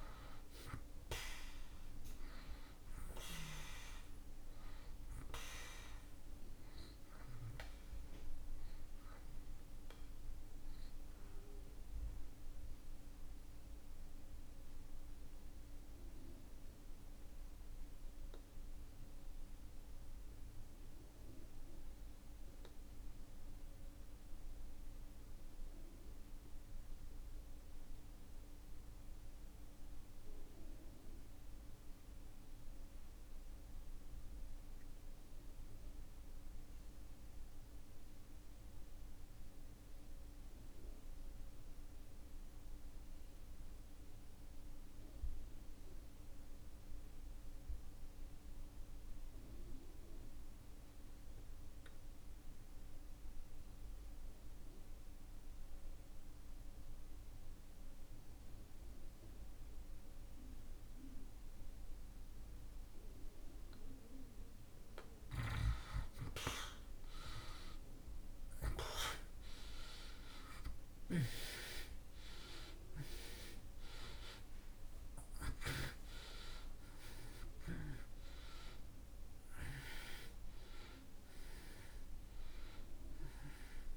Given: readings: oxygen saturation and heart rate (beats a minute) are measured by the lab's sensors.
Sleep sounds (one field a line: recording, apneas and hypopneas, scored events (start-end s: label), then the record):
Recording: breathing in sleep by a room microphone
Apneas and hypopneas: 1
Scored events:
0.00-25.50 s: oxygen desaturation (device-marked, oxygen 71% lowest)
13.50-62.50 s: mixed apnea (oxygen 87% before, 64% lowest)
36.50-81.50 s: oxygen desaturation (device-marked, oxygen 97% before, 67% lowest)
66.00-70.50 s: arousal
From the record:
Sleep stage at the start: N2 (light sleep)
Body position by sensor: on the back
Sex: male